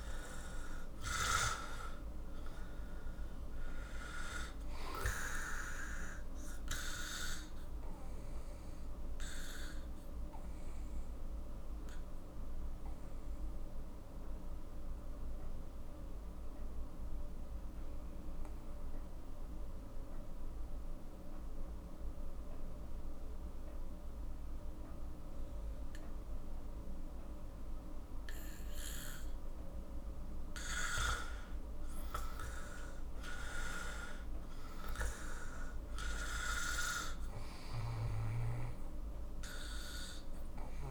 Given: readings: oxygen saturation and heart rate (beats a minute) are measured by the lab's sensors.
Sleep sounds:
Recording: breathing in sleep by a room microphone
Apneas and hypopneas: 1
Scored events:
0.00-1.50 s: arousal
0.00-22.50 s: oxygen desaturation (device-marked, oxygen 91% lowest, heart rate 41 extreme)
9.50-30.50 s: obstructive apnea (oxygen 98% before, 91% lowest, heart rate 54 before, 42 extreme, up 11 after)
31.50-35.00 s: arousal
35.50-40.91 s: oxygen desaturation (device-marked, oxygen 97% before, 92% lowest, heart rate 48 before, 43 extreme)
From the record:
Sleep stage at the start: N2 (light sleep)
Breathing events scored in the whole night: 309 in 4.6 hours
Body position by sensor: on the back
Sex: male

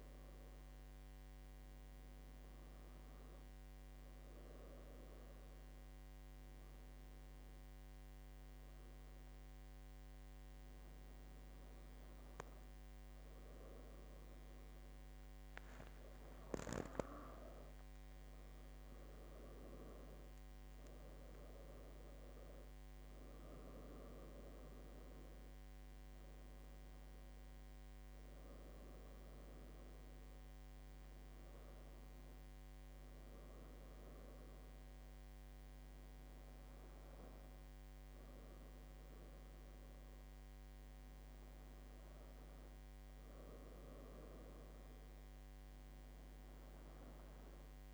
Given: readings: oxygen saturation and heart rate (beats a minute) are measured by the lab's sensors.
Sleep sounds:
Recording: breathing in sleep by a microphone on the trachea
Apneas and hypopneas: none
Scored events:
12.50-47.94 s: new sleep stage, N1 (lightest sleep)
15.50-20.50 s: arousal
From the record:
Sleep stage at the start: N2 (light sleep)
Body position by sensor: on the right side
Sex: female

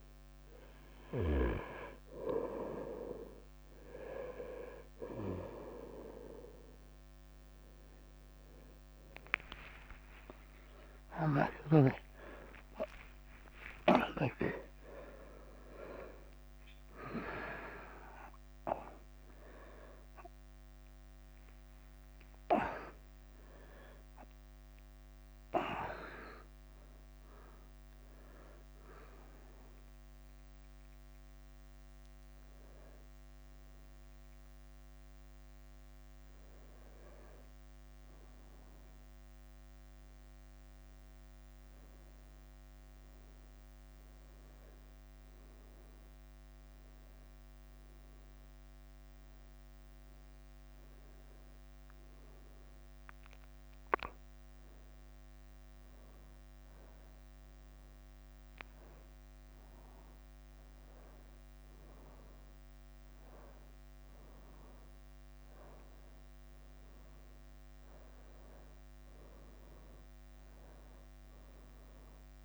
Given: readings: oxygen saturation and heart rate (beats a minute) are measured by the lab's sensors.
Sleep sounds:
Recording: a person partly awake in a sleep study, by a microphone on the trachea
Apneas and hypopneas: none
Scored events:
0.00-10.00 s: bradycardia (device-marked, heart rate 47 extreme)
13.50-15.50 s: long interval between heartbeats (device-marked, heart rate 53 before, 62 extreme)
19.00-49.00 s: new sleep stage, awake
33.00-35.00 s: long interval between heartbeats (device-marked, heart rate 70 before, 68 extreme)
35.00-72.44 s: bradycardia (device-marked, heart rate 52 before, 48 extreme)
44.00-46.00 s: long interval between heartbeats (device-marked, heart rate 61 before, 55 extreme)
49.00-72.44 s: new sleep stage, N1 (lightest sleep)
From the record:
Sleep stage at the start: N3 (deep sleep)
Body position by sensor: on the back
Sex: male

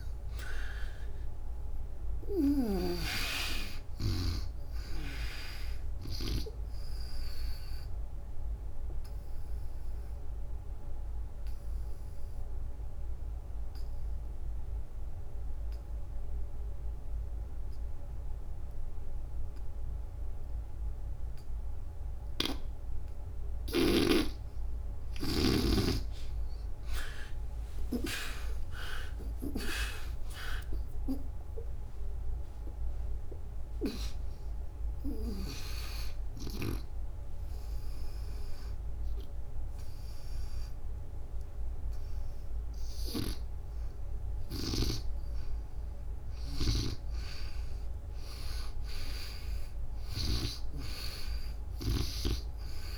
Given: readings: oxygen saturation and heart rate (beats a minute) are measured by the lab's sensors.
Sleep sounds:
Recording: breathing in sleep by a room microphone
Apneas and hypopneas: 2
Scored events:
0.00-2.50 s: snoring (device-marked)
0.50-4.00 s: arousal
6.00-21.00 s: oxygen desaturation (device-marked, oxygen 96% before, 78% lowest, heart rate 77 before, 64 extreme)
8.50-24.00 s: obstructive apnea (oxygen 97% before, 77% lowest, heart rate 78 before, 64 extreme)
23.00-35.00 s: snoring (device-marked)
26.00-45.00 s: oxygen desaturation (device-marked, oxygen 97% before, 77% lowest, heart rate 73 before, 65 extreme)
27.00-32.00 s: arousal
35.00-45.50 s: obstructive apnea (oxygen 97% before, 77% lowest, heart rate 84 before, 65 extreme, up 1 after)
44.00-50.00 s: snoring (device-marked)
47.50-51.00 s: arousal
50.00-52.98 s: oxygen desaturation (device-marked, oxygen 96% before, 86% lowest, heart rate 101 before, 65 extreme)
From the record:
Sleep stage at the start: N2 (light sleep)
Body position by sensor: on the back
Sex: female

